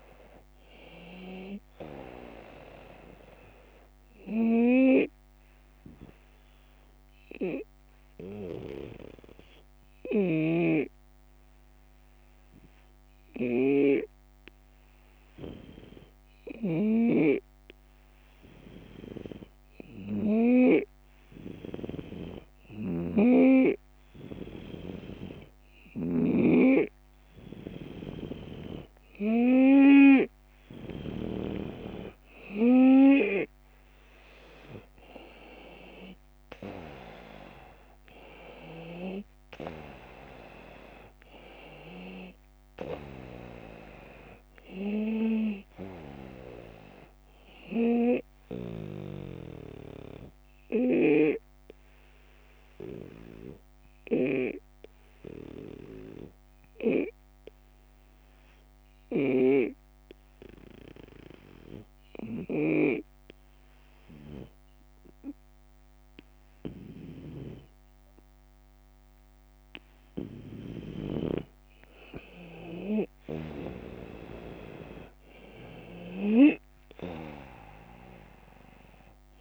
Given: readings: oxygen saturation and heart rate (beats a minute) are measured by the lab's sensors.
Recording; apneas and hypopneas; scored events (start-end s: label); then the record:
breathing in sleep by a microphone on the trachea; 2
0.00-13.50 s: oxygen desaturation (device-marked, oxygen 89% lowest)
4.00-21.50 s: obstructive apnea (oxygen 95% before, 89% lowest)
10.00-33.50 s: snoring (device-marked)
11.50-13.50 s: long interval between heartbeats (device-marked)
18.50-20.50 s: long interval between heartbeats (device-marked)
25.50-29.00 s: arousal
29.50-54.50 s: oxygen desaturation (device-marked, oxygen 96% before, 90% lowest)
36.50-38.50 s: long interval between heartbeats (device-marked)
49.50-71.00 s: obstructive apnea (oxygen 96% before, 90% lowest)
54.00-59.50 s: snoring (device-marked)
71.50-79.41 s: oxygen desaturation (device-marked, oxygen 96% before, 90% lowest)
76.00-79.41 s: arousal
From the record:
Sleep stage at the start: N2 (light sleep); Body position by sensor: on the right side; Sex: male